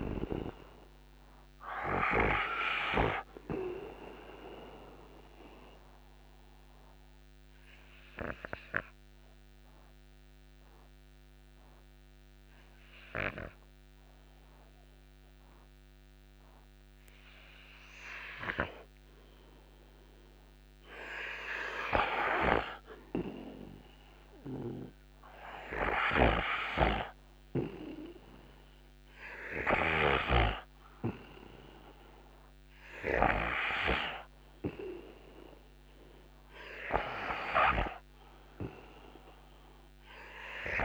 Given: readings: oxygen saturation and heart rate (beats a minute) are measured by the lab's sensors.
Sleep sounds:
breathing in sleep by a microphone on the trachea; 1
0.00-22.50 s: oxygen desaturation (device-marked, oxygen 83% lowest, heart rate 58 extreme)
5.50-22.50 s: obstructive apnea (oxygen 98% before, 83% lowest, heart rate 65 before, 58 extreme, up 2 after)
23.50-28.50 s: arousal
38.50-40.84 s: oxygen desaturation (device-marked, oxygen 97% before, 92% lowest, heart rate 61 before, 70 extreme)
From the record:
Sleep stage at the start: N2 (light sleep); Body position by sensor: on the right side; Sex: male

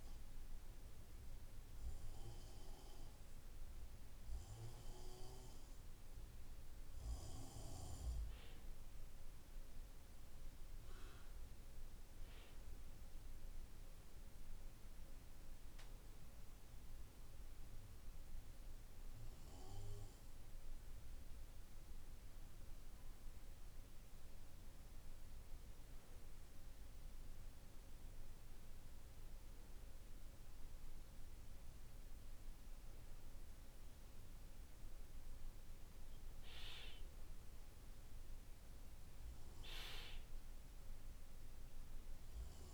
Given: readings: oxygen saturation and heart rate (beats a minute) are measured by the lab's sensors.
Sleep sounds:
breathing in sleep by a room microphone; 1
15.50-32.50 s: hypopnea (oxygen 95% before, 93% lowest, heart rate 50 before, 48 extreme, up 6 after)
35.50-39.50 s: arousal
From the record:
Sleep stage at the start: REM sleep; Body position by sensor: on the back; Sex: male

